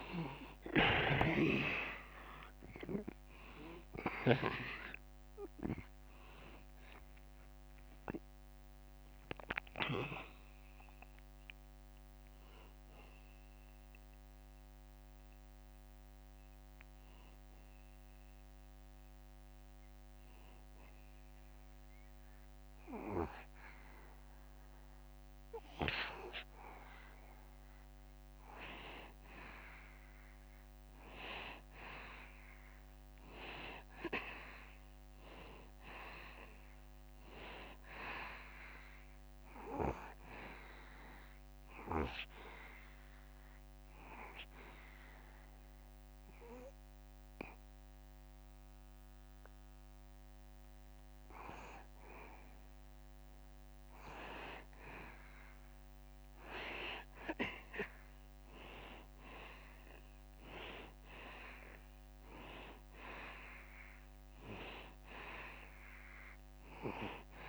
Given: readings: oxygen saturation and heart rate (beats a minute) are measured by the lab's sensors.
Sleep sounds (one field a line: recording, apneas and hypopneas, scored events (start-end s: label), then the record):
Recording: breathing in sleep by a microphone on the trachea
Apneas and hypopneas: 2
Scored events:
0.00-33.00 s: oxygen desaturation (device-marked, oxygen 88% lowest, heart rate 73 extreme)
2.00-6.00 s: arousal
4.00-21.00 s: drop in pulse transit time (device-marked, heart rate 72 before, 75 extreme)
17.00-28.00 s: hypopnea (oxygen 95% before, 88% lowest, heart rate 77 before, 73 extreme, up 0 after)
33.00-37.50 s: arousal
39.00-57.00 s: oxygen desaturation (device-marked, oxygen 96% before, 92% lowest, heart rate 74 before, 73 extreme)
42.50-52.50 s: obstructive apnea (oxygen 96% before, 90% lowest, heart rate 74 before, 73 extreme, up 2 after)
58.00-62.50 s: arousal
66.00-67.49 s: oxygen desaturation (device-marked, oxygen 95% before, 91% lowest, heart rate 74 before, 73 extreme)
From the record:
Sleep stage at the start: N2 (light sleep)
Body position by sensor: on the back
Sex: male